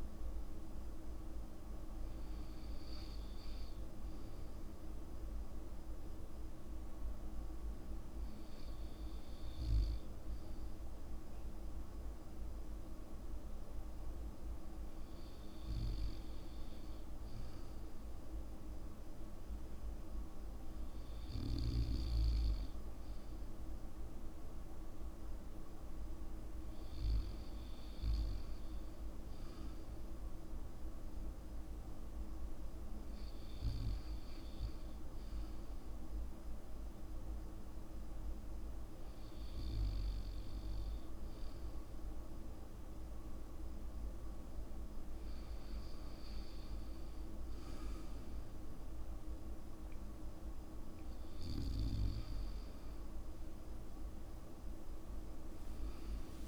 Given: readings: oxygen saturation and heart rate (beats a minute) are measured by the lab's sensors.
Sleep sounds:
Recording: breathing in sleep, hard to hear, by a room microphone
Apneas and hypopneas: 1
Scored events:
8.50-25.00 s: hypopnea (oxygen 95% before, 93% lowest, heart rate 55 before, 55 extreme, up 1 after)
28.00-30.00 s: arousal
From the record:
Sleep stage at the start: N2 (light sleep)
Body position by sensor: on the back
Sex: male

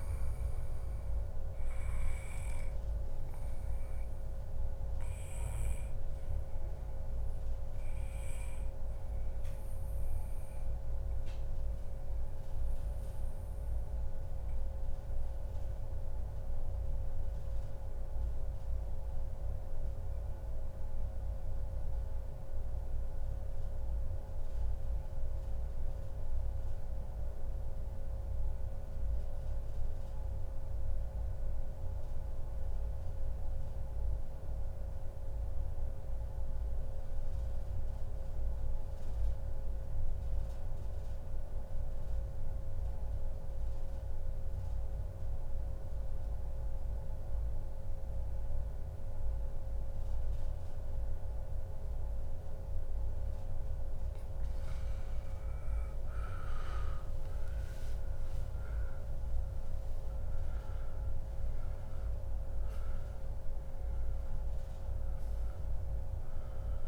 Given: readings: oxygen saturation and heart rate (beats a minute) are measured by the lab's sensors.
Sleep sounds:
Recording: breathing in sleep, hard to hear, by a room microphone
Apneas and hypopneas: 1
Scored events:
0.00-5.00 s: oxygen desaturation (device-marked, oxygen 94% lowest, heart rate 106 extreme)
4.00-51.00 s: obstructive apnea (oxygen 97% before, 91% lowest, heart rate 142 before, 107 extreme, up 22 after)
6.50-8.50 s: long interval between heartbeats (device-marked, heart rate 141 before, 107 extreme)
41.50-43.50 s: long interval between heartbeats (device-marked, heart rate 143 before, 131 extreme)
56.50-60.50 s: arousal
64.00-66.87 s: oxygen desaturation (device-marked, oxygen 97% before, 91% lowest, heart rate 136 before, 96 extreme)
From the record:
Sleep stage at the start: N2 (light sleep)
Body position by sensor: on the back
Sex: male

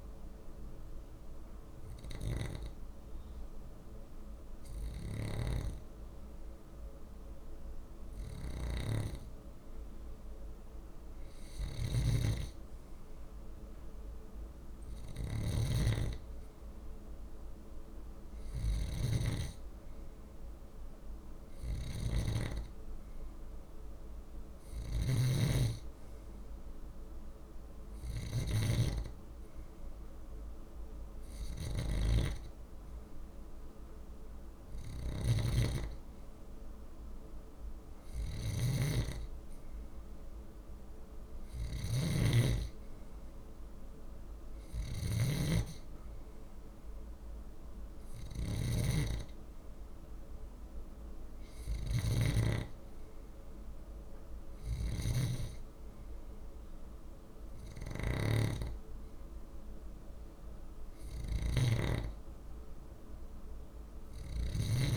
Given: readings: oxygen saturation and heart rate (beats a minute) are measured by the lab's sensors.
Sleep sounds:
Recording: breathing in sleep by a room microphone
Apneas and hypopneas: 1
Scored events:
1.00-11.00 s: hypopnea (oxygen 96% before, 94% lowest, heart rate 49 before, 48 extreme, up 0 after)
4.50-64.97 s: snoring (device-marked)
12.50-15.50 s: arousal
From the record:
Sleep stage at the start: N2 (light sleep)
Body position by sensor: on the left side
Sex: male

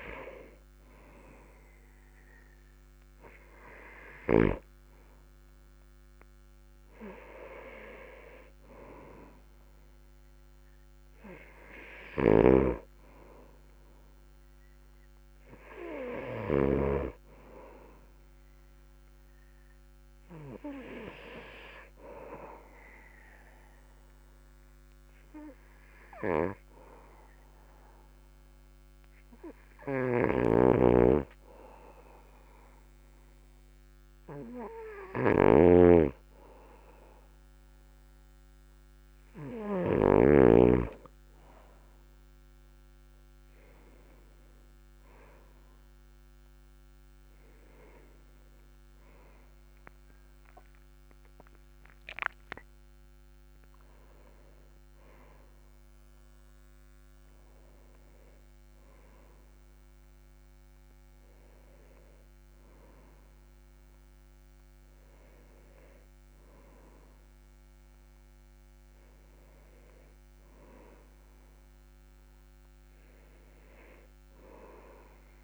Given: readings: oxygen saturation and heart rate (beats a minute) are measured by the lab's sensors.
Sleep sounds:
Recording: breathing in sleep by a microphone on the trachea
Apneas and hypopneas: 1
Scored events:
0.00-1.00 s: arousal
4.50-19.50 s: oxygen desaturation (device-marked, oxygen 97% before, 94% lowest, heart rate 49 before, 38 extreme)
12.50-17.50 s: snoring (device-marked)
25.50-37.00 s: hypopnea (oxygen 97% before, 94% lowest, heart rate 47 before, 45 extreme, up 15 after)
30.50-41.00 s: snoring (device-marked)
42.00-45.50 s: arousal
67.50-71.00 s: arousal
From the record:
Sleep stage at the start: N2 (light sleep)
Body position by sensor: on the back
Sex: male

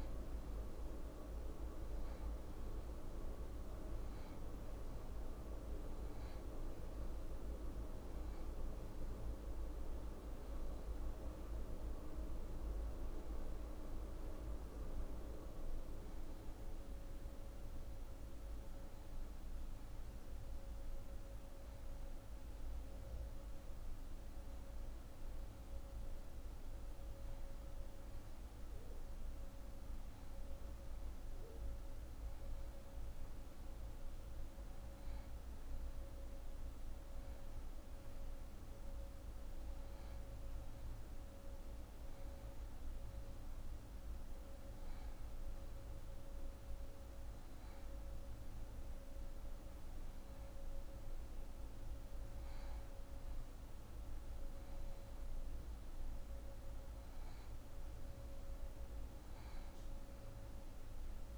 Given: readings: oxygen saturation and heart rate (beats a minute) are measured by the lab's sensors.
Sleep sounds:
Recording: breathing in sleep by a room microphone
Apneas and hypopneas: none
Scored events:
none scored
From the record:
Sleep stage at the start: N1 (lightest sleep)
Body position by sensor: on the back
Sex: female

